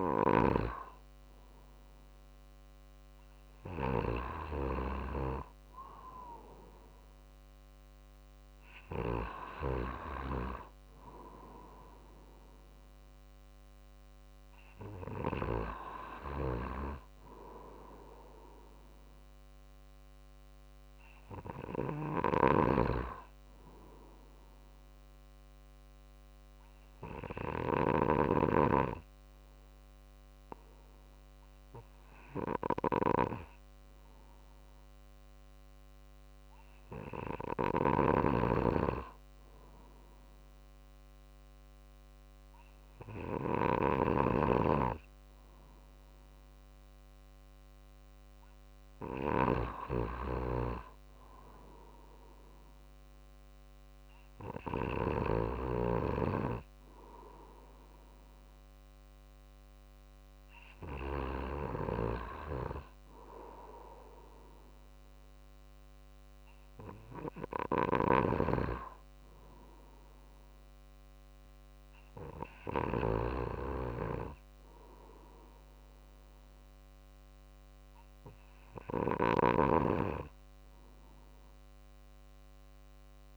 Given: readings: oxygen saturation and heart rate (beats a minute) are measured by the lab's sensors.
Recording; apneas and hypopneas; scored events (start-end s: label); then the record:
breathing in sleep by a microphone on the trachea; 1
6.00-34.00 s: drop in pulse transit time (device-marked, heart rate 50 before, 50 extreme)
21.50-27.50 s: snoring (device-marked)
25.00-38.00 s: hypopnea (oxygen 95% before, 93% lowest, heart rate 51 before, 49 extreme, up 1 after)
37.50-44.00 s: snoring (device-marked)
41.00-44.50 s: arousal
53.00-66.00 s: drop in pulse transit time (device-marked, heart rate 50 before, 49 extreme)
78.50-83.37 s: snoring (device-marked)
From the record:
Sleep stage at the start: N2 (light sleep); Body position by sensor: on the right side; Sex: male